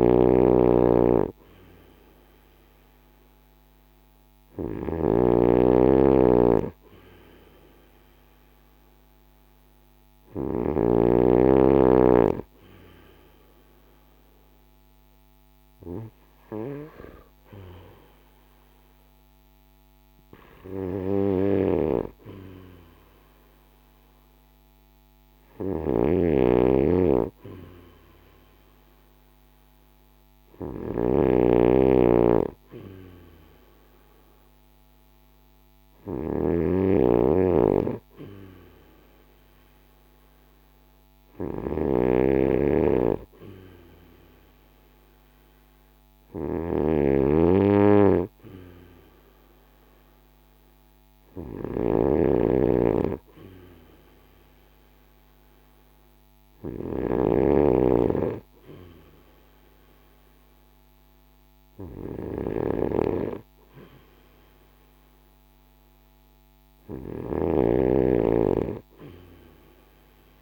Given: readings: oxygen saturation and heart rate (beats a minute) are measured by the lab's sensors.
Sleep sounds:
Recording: breathing in sleep by a microphone on the trachea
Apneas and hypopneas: none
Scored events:
0.00-10.50 s: snoring (device-marked)
25.00-57.00 s: snoring (device-marked)
66.50-70.42 s: snoring (device-marked)
From the record:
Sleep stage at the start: N2 (light sleep)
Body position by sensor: on the right side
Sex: male

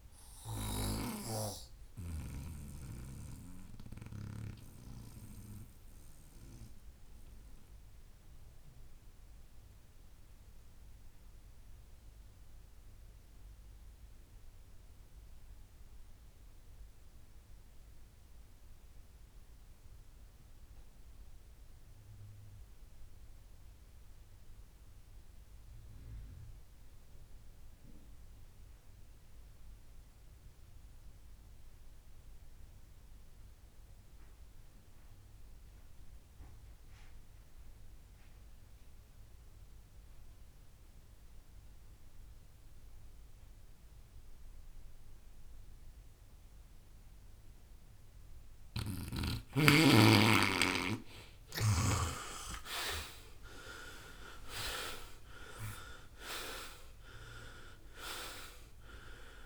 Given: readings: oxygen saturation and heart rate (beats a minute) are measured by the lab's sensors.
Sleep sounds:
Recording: breathing in sleep by a room microphone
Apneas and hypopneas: 1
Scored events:
0.00-15.50 s: oxygen desaturation (device-marked, oxygen 88% lowest, heart rate 57 extreme)
2.50-49.00 s: mixed apnea (oxygen 96% before, 82% lowest, heart rate 75 before, 57 extreme, up 22 after)
34.50-59.46 s: oxygen desaturation (device-marked, oxygen 98% before, 82% lowest, heart rate 63 before, 59 extreme)
51.50-55.50 s: arousal
From the record:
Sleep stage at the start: N2 (light sleep)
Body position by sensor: on the right side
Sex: male

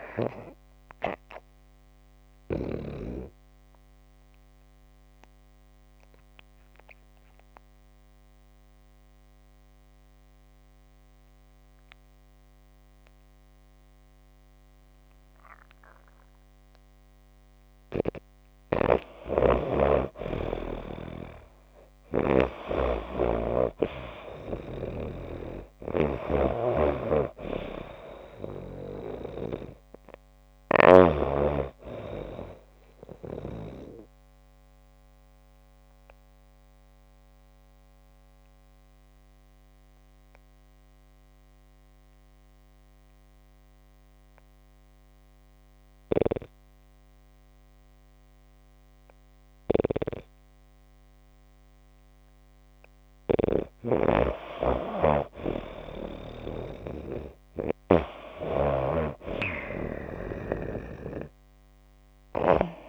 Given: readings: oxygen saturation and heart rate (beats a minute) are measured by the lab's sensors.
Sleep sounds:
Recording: breathing in sleep by a microphone on the trachea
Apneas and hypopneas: 2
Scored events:
0.00-9.50 s: oxygen desaturation (device-marked, oxygen 87% lowest)
4.00-17.50 s: obstructive apnea (oxygen 95% before, 87% lowest)
18.00-22.00 s: snoring (device-marked)
22.00-25.00 s: arousal
26.50-30.50 s: snoring (device-marked)
29.50-56.50 s: oxygen desaturation (device-marked, oxygen 95% before, 90% lowest)
34.00-51.50 s: obstructive apnea (oxygen 95% before, 88% lowest)
53.00-62.00 s: snoring (device-marked)
55.00-58.50 s: arousal
From the record:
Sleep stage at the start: N2 (light sleep)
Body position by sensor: on the back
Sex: female

